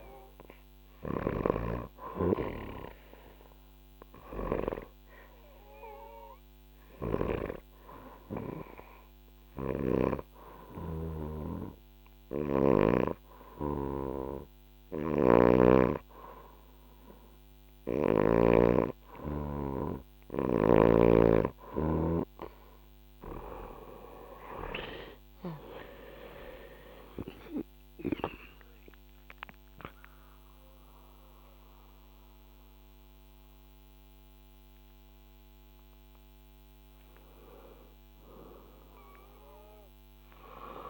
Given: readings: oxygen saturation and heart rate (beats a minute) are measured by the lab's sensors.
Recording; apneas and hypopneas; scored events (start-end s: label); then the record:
breathing in sleep by a microphone on the trachea; 1
0.50-12.50 s: snoring (device-marked)
3.50-18.50 s: obstructive apnea (oxygen 97% before, 92% lowest, heart rate 73 before, 62 extreme, up 4 after)
14.50-18.00 s: snoring (device-marked)
25.00-40.90 s: oxygen desaturation (device-marked, oxygen 96% before, 93% lowest, heart rate 68 before, 61 extreme)
26.00-31.00 s: arousal
From the record:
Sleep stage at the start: N2 (light sleep); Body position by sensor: on the back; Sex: female